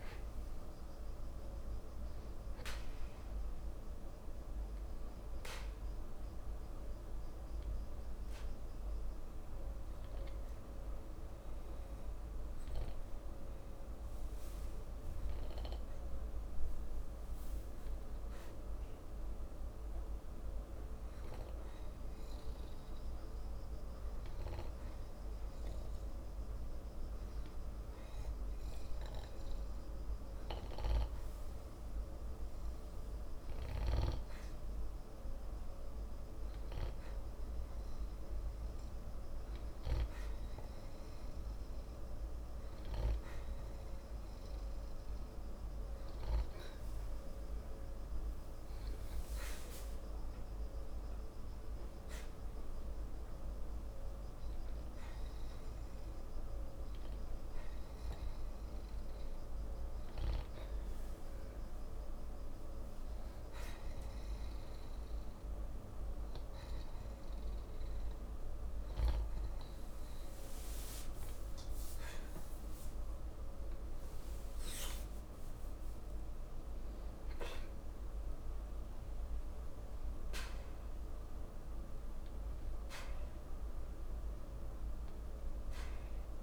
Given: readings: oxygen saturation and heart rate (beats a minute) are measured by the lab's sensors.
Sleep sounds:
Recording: breathing in sleep, hard to hear, by a room microphone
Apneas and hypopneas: 2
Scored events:
0.00-2.00 s: arousal
11.50-30.50 s: obstructive apnea (oxygen 93% before, 91% lowest, heart rate 78 before, 55 extreme, up 2 after)
32.50-36.50 s: arousal
32.50-55.50 s: oxygen desaturation (device-marked, oxygen 95% before, 91% lowest, heart rate 55 before, 55 extreme)
55.00-71.00 s: hypopnea (oxygen 95% before, 91% lowest, heart rate 68 before, 55 extreme, up 12 after)
74.50-78.50 s: arousal
From the record:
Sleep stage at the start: N2 (light sleep)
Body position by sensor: on the back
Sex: male

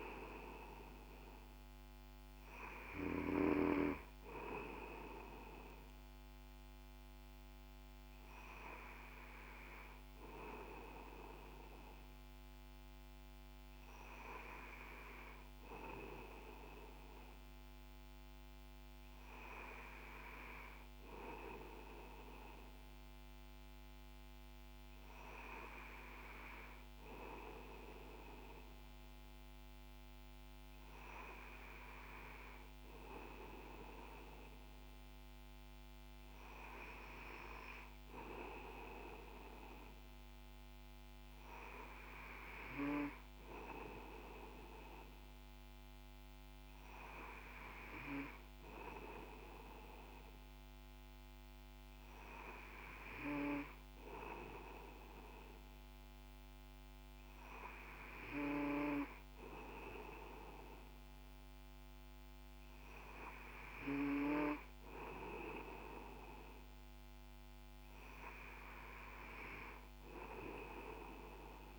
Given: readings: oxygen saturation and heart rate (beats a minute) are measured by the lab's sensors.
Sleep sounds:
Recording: breathing in sleep by a microphone on the trachea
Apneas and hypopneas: none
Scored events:
none scored
From the record:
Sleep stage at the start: N2 (light sleep)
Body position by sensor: on the back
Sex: male

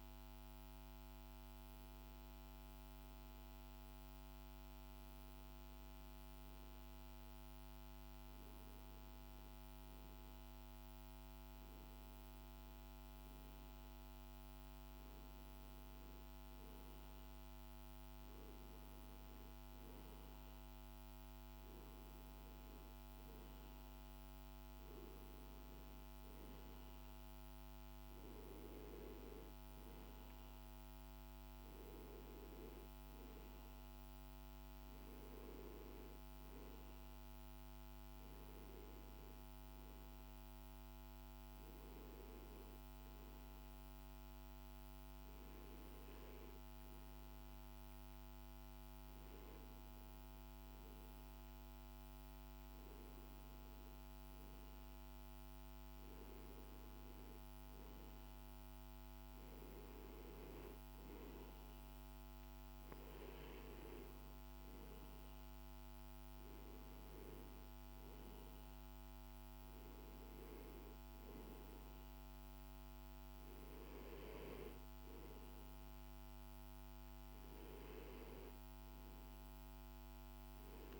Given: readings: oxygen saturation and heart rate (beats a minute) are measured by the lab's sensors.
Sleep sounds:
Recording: breathing in sleep, hard to hear, by a microphone on the trachea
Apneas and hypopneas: none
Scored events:
75.50-81.00 s: new sleep stage, N2 (light sleep)
From the record:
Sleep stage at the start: N1 (lightest sleep)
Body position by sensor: on the back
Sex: male

